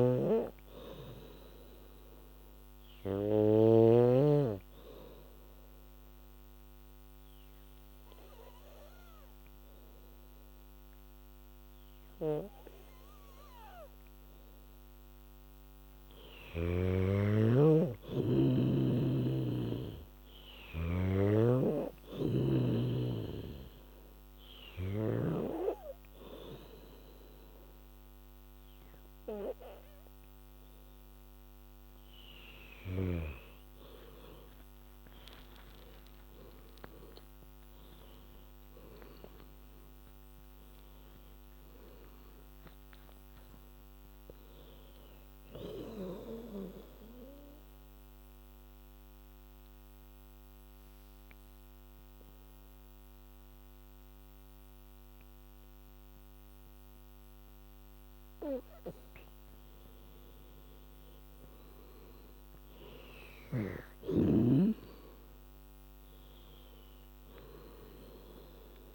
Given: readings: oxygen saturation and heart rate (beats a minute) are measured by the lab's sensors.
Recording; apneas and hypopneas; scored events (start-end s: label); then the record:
breathing in sleep by a microphone on the trachea; 3
0.00-4.00 s: snoring (device-marked)
0.00-4.50 s: oxygen desaturation (device-marked, oxygen 92% lowest, heart rate 77 extreme)
4.50-15.50 s: obstructive apnea (oxygen 97% before, 89% lowest, heart rate 78 before, 75 extreme, up 1 after)
17.00-21.00 s: snoring (device-marked)
17.50-31.50 s: oxygen desaturation (device-marked, oxygen 97% before, 91% lowest, heart rate 79 before, 75 extreme)
18.00-20.50 s: arousal
23.00-33.50 s: hypopnea (oxygen 97% before, 89% lowest, heart rate 78 before, 75 extreme, up 17 after)
36.00-41.50 s: arousal
46.00-58.00 s: obstructive apnea (oxygen 97% before, 89% lowest, heart rate 84 before, 68 extreme, up 5 after)
60.50-63.50 s: arousal
61.50-68.94 s: oxygen desaturation (device-marked, oxygen 99% before, 89% lowest, heart rate 82 before, 68 extreme)
From the record:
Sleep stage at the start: N2 (light sleep); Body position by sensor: on the back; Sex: female